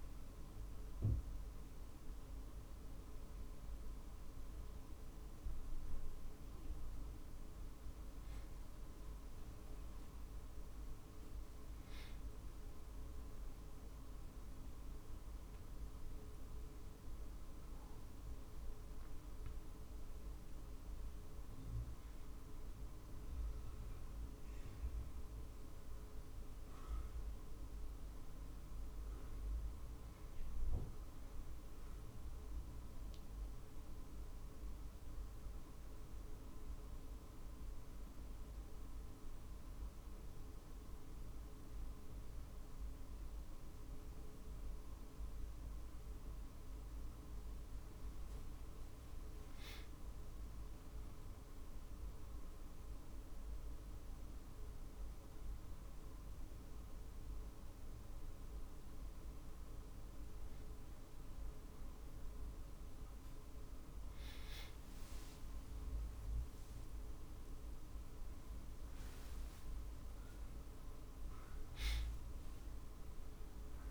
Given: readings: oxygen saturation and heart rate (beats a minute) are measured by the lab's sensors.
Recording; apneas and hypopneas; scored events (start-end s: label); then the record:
a person awake in a sleep study, hard to hear, by a room microphone; none
2.00-73.91 s: new sleep stage, awake
49.00-60.00 s: drop in pulse transit time (device-marked, heart rate 51 before, 52 extreme)
From the record:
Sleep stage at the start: N1 (lightest sleep); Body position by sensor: on the back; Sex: male